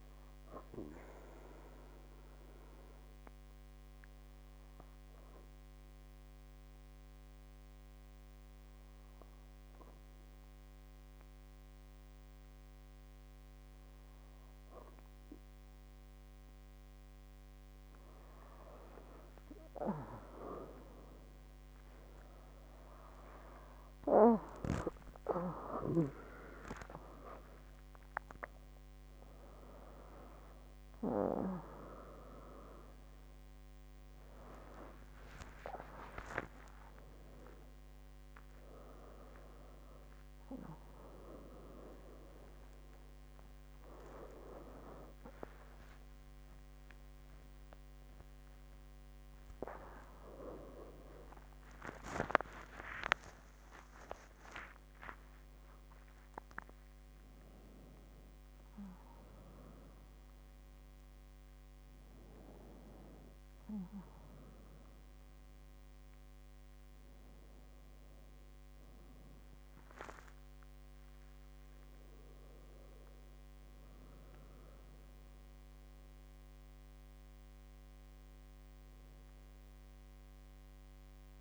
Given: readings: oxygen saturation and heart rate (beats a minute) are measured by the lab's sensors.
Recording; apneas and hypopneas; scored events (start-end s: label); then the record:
a person awake in a sleep study, by a microphone on the trachea; 1
0.50-14.50 s: obstructive apnea (oxygen 98% before, 96% lowest, heart rate 68 before, 59 extreme, up 38 after)
8.50-10.50 s: bradycardia (device-marked, heart rate 69 before, 61 extreme)
12.50-81.41 s: new sleep stage, awake
19.50-28.50 s: tachycardia (device-marked, heart rate 69 before, 137 extreme)
31.50-55.50 s: tachycardia (device-marked, heart rate 69 before, 167 extreme)
From the record:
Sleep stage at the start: N2 (light sleep); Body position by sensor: on the back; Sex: female